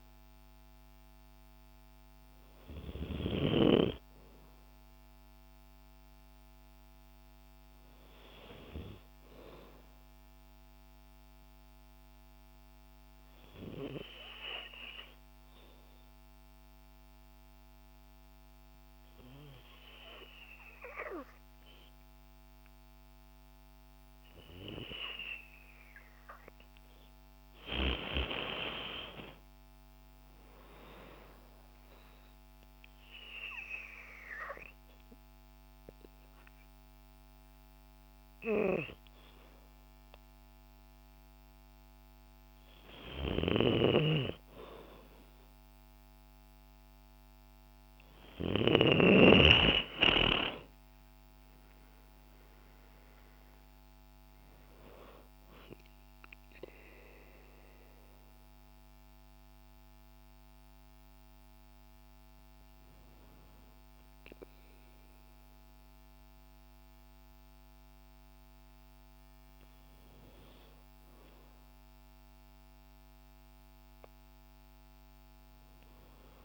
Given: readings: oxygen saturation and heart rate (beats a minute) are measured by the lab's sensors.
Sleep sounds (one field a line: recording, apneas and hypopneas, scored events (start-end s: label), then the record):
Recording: breathing in sleep by a microphone on the trachea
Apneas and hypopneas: 2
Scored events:
10.00-26.50 s: obstructive apnea (oxygen 96% before, 91% lowest, heart rate 59 before, 54 extreme, up 12 after)
28.00-30.50 s: arousal
28.50-53.50 s: oxygen desaturation (device-marked, oxygen 97% before, 91% lowest, heart rate 55 before, 54 extreme)
34.50-46.50 s: hypopnea (oxygen 97% before, 91% lowest, heart rate 59 before, 54 extreme, up 18 after)
50.50-54.00 s: arousal
From the record:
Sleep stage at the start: N2 (light sleep)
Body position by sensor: on the back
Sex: female